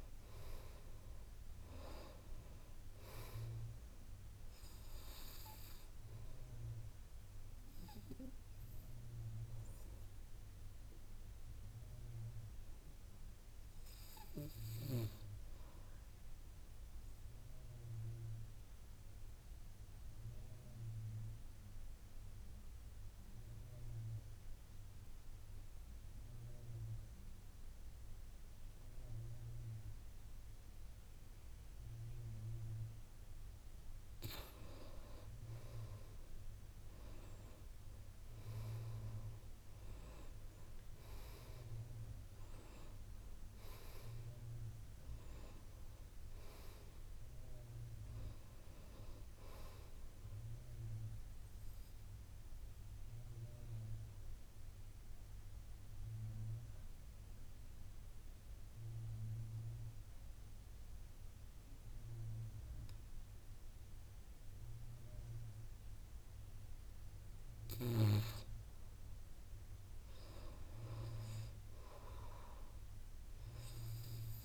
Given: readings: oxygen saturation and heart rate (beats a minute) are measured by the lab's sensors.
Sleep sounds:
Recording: breathing in sleep by a room microphone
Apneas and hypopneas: 2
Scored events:
0.00-2.00 s: arousal
7.50-24.50 s: oxygen desaturation (device-marked, oxygen 94% before, 85% lowest, heart rate 63 before, 56 extreme)
9.00-32.00 s: obstructive apnea (oxygen 94% before, 85% lowest, heart rate 63 before, 56 extreme, up 9 after)
31.50-64.50 s: oxygen desaturation (device-marked, oxygen 98% before, 85% lowest, heart rate 58 before, 54 extreme)
35.50-39.00 s: arousal
53.00-67.50 s: obstructive apnea (oxygen 98% before, 82% lowest, heart rate 65 before, 54 extreme, up 9 after)
69.50-72.50 s: arousal
From the record:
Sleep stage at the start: N2 (light sleep)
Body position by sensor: on the back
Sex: male

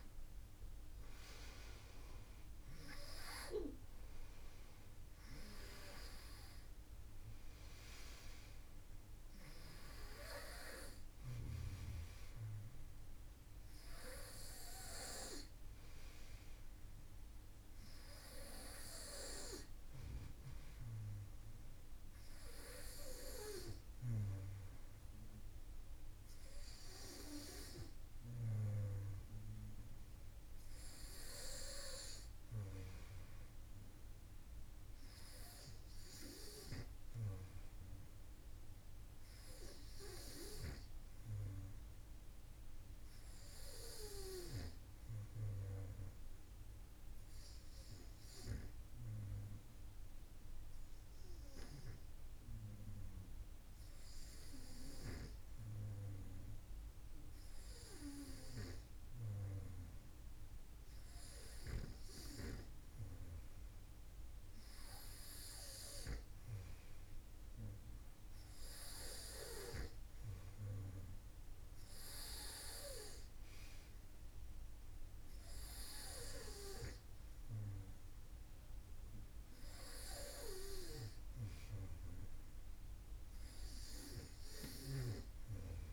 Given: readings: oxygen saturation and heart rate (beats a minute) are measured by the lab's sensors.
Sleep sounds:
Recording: breathing in sleep by a room microphone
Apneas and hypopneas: 1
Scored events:
47.50-60.00 s: hypopnea (oxygen 97% before, 93% lowest, heart rate 56 before, 51 extreme, up 2 after)
62.50-66.00 s: arousal
From the record:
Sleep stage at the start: N2 (light sleep)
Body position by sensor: on the front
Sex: male

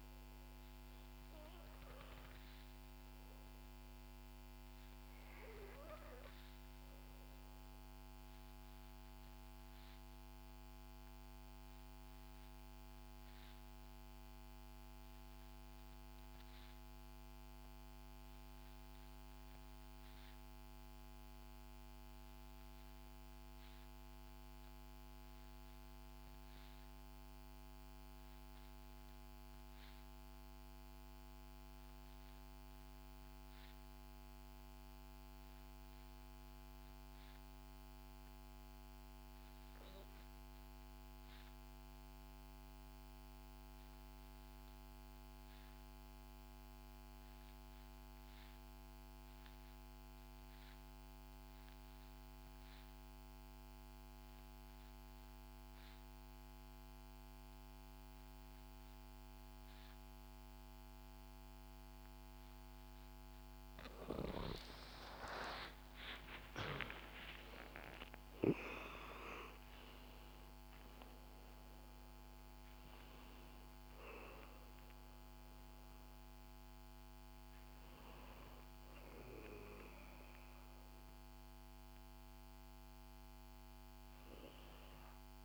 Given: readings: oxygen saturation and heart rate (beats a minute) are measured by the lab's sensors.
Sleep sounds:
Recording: breathing in sleep by a microphone on the trachea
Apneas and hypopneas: 1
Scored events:
2.00-5.50 s: arousal
7.50-64.00 s: obstructive apnea (oxygen 96% before, 73% lowest, heart rate 63 before, 62 extreme, up 13 after)
9.50-85.45 s: oxygen desaturation (device-marked, oxygen 95% before, 73% lowest, heart rate 63 before, 62 extreme)
63.50-68.50 s: snoring (device-marked)
63.50-85.45 s: new sleep stage, N1 (lightest sleep)
65.00-70.00 s: arousal
From the record:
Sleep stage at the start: REM sleep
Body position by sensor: on the back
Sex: female

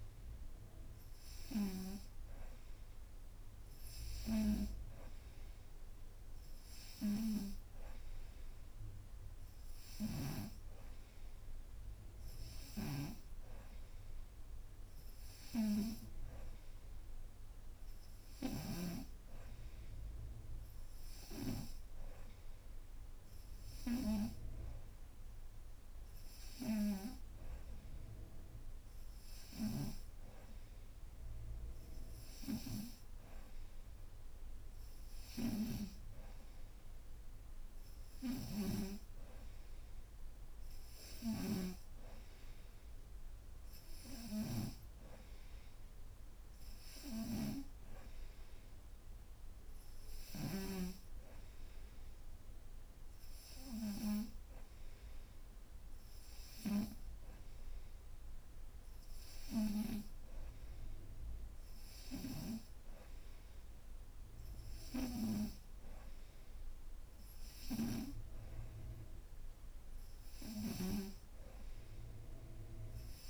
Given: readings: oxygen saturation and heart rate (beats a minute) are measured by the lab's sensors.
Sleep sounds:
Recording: breathing in sleep by a room microphone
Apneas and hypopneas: none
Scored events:
38.00-41.50 s: snoring (device-marked)
From the record:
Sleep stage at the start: N2 (light sleep)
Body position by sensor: upright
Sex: female

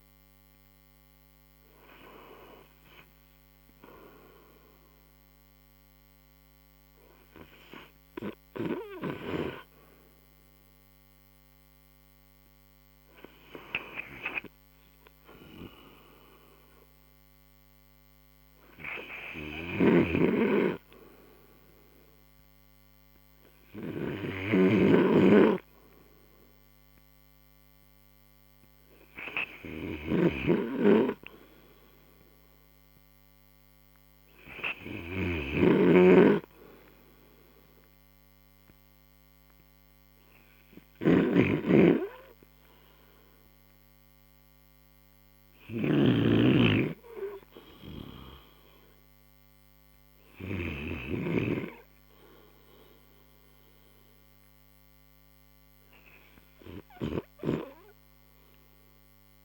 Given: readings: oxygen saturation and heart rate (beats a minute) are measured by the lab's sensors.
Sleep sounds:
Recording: breathing in sleep by a microphone on the trachea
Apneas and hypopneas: none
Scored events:
35.50-46.50 s: snoring (device-marked)
From the record:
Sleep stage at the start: N2 (light sleep)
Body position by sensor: on the right side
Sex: male

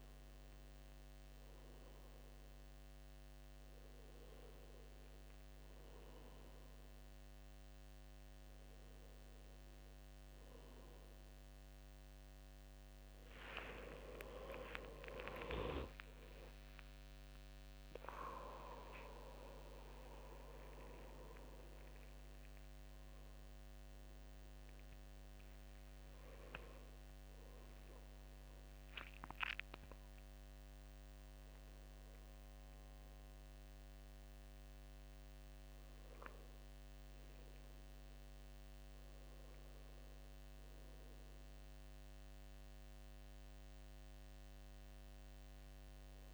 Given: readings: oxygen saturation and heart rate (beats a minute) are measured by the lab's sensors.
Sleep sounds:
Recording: breathing in sleep by a microphone on the trachea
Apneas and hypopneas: none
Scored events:
2.00-26.00 s: oxygen desaturation (device-marked, oxygen 96% before, 89% lowest, heart rate 76 before, 76 extreme)
14.00-19.00 s: arousal
16.00-46.33 s: new sleep stage, N1 (lightest sleep)
From the record:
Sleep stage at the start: N2 (light sleep)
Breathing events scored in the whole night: 185 in 4.1 hours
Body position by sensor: on the back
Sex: male

